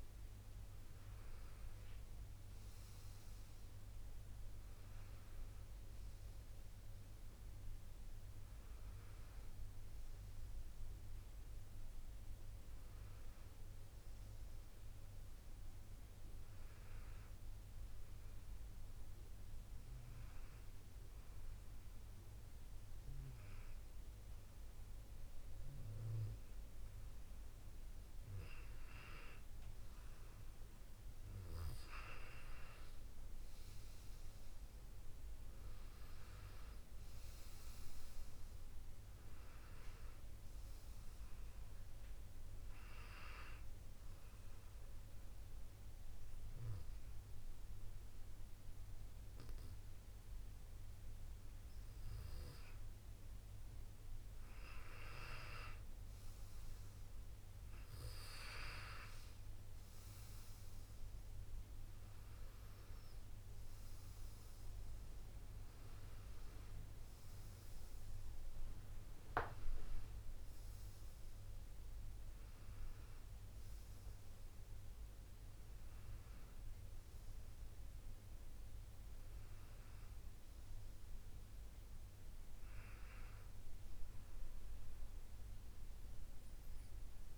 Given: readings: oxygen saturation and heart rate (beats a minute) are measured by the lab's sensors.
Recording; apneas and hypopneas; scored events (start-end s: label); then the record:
breathing in sleep by a room microphone; 2
0.00-14.50 s: oxygen desaturation (device-marked, oxygen 93% lowest)
4.50-87.38 s: new sleep stage, N2 (light sleep)
19.00-30.50 s: central apnea (oxygen 97% before, 91% lowest)
32.50-51.50 s: oxygen desaturation (device-marked, oxygen 95% before, 91% lowest)
34.50-39.00 s: arousal
44.00-56.50 s: obstructive apnea (oxygen 95% before, 91% lowest)
60.00-63.00 s: arousal
62.50-76.50 s: oxygen desaturation (device-marked, oxygen 96% before, 91% lowest, heart rate 35 before, 26 extreme)
From the record:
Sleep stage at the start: N1 (lightest sleep); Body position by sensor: on the back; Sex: male